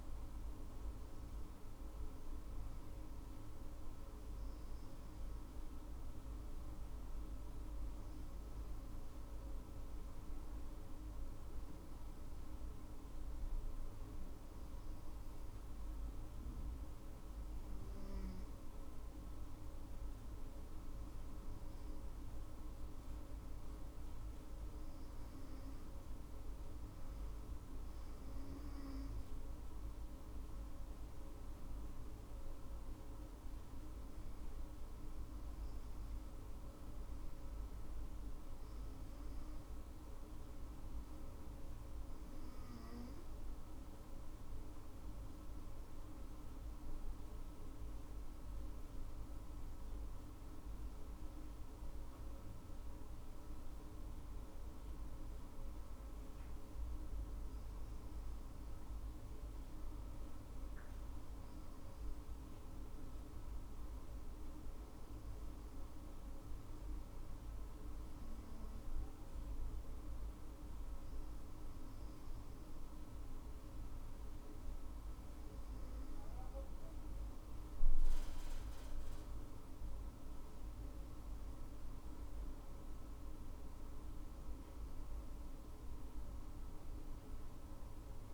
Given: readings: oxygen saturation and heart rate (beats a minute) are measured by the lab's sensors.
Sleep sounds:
breathing in sleep, hard to hear, by a room microphone; 1
8.00-20.00 s: obstructive apnea (oxygen 98% before, 97% lowest, heart rate 61 before, 53 extreme, up 16 after)
21.50-25.50 s: arousal
From the record:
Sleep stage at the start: N2 (light sleep); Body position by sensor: on the back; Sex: female

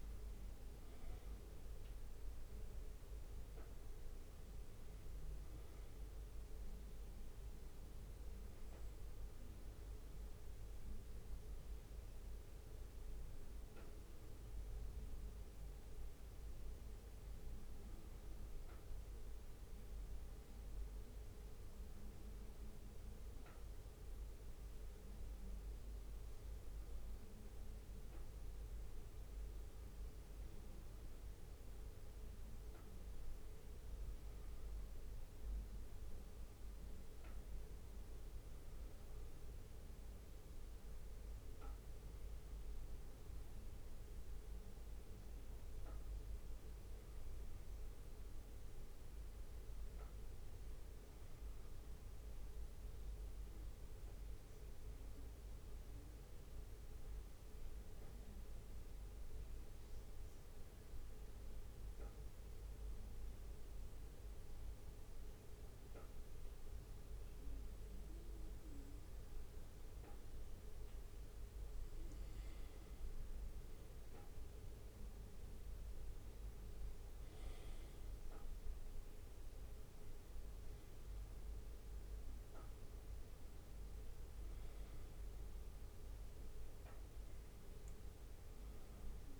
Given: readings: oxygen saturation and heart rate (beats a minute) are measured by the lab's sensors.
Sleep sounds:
breathing in sleep, hard to hear, by a room microphone; 1
0.00-15.50 s: bradycardia (device-marked, heart rate 58 extreme)
19.50-29.50 s: bradycardia (device-marked, heart rate 59 before, 57 extreme)
30.50-67.50 s: bradycardia (device-marked, heart rate 59 before, 57 extreme)
51.50-71.00 s: obstructive apnea (oxygen 97% before, 95% lowest, heart rate 58 before, 57 extreme, up 2 after)
74.00-77.00 s: arousal
78.50-89.40 s: bradycardia (device-marked, heart rate 59 before, 57 extreme)
From the record:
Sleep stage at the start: N2 (light sleep); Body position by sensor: on the back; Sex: male

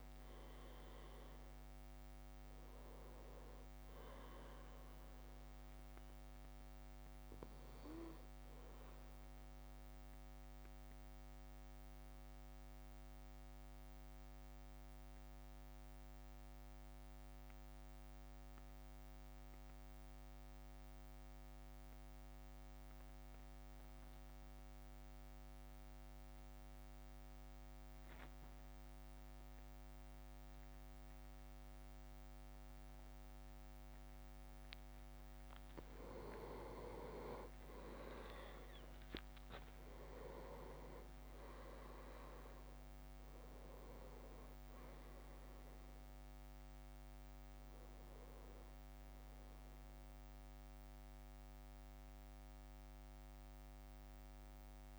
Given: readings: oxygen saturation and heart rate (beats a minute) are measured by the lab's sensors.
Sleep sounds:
breathing in sleep by a microphone on the trachea; 1
0.00-8.50 s: drop in pulse transit time (device-marked, heart rate 51 extreme)
0.00-10.50 s: oxygen desaturation (device-marked, oxygen 96% lowest, heart rate 49 extreme)
10.50-36.00 s: mixed apnea (oxygen 100% before, 94% lowest, heart rate 55 before, 52 extreme, up 5 after)
37.00-41.00 s: arousal
37.50-51.50 s: oxygen desaturation (device-marked, oxygen 99% before, 95% lowest, heart rate 54 before, 52 extreme)
40.50-53.50 s: drop in pulse transit time (device-marked, heart rate 55 before, 54 extreme)
From the record:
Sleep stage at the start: N2 (light sleep); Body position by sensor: on the back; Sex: male

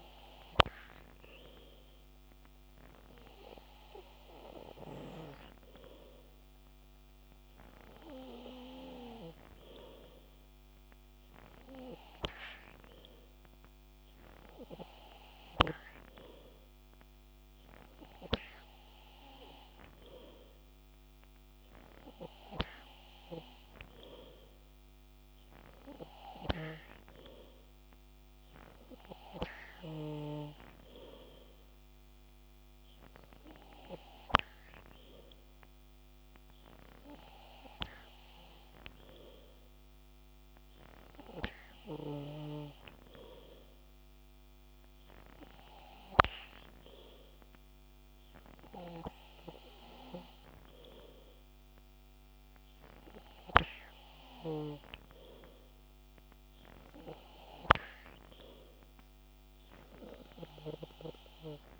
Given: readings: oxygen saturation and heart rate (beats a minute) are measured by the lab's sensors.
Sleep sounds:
breathing in sleep by a microphone on the trachea; none
none scored
From the record:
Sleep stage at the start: N3 (deep sleep); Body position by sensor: on the back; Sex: male

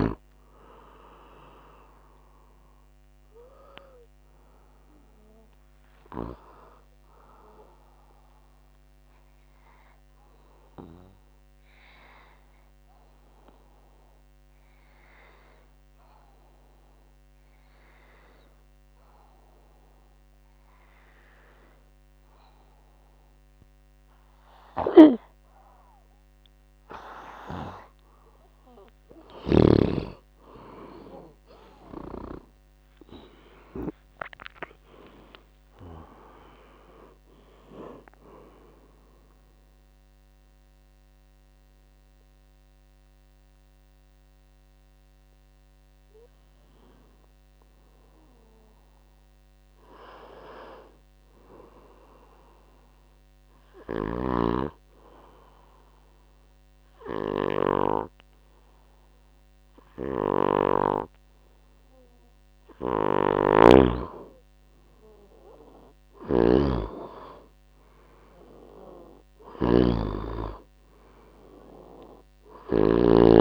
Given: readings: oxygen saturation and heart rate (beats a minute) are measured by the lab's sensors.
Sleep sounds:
breathing in sleep by a microphone on the trachea; 2
8.50-27.00 s: obstructive apnea (oxygen 95% before, 90% lowest, heart rate 70 before, 62 extreme, up 27 after)
29.50-32.50 s: arousal
32.00-38.00 s: tachycardia (device-marked, heart rate 67 before, 111 extreme)
34.00-61.00 s: oxygen desaturation (device-marked, oxygen 99% before, 90% lowest, heart rate 65 before, 58 extreme)
53.00-63.50 s: hypopnea (oxygen 99% before, 89% lowest, heart rate 83 before, 58 extreme, up 5 after)
63.00-73.00 s: snoring (device-marked)
65.50-69.00 s: arousal
72.00-73.41 s: oxygen desaturation (device-marked, oxygen 98% before, 91% lowest, heart rate 65 before, 58 extreme)
From the record:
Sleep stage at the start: N2 (light sleep); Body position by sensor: on the back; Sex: male

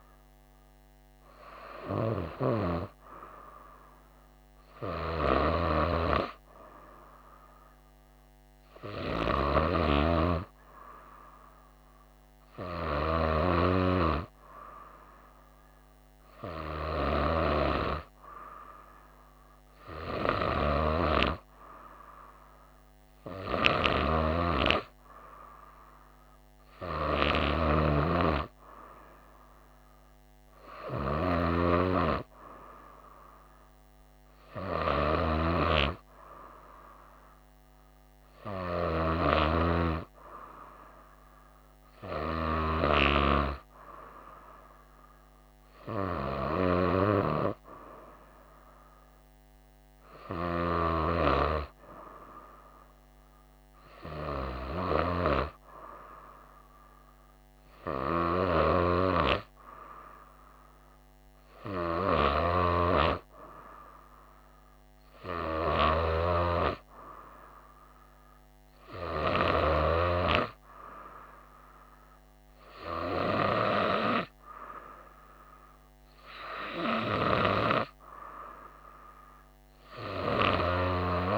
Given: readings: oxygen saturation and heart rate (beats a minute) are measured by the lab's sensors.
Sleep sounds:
breathing in sleep by a microphone on the trachea; none
none scored
From the record:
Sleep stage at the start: N2 (light sleep); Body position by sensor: on the right side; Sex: female

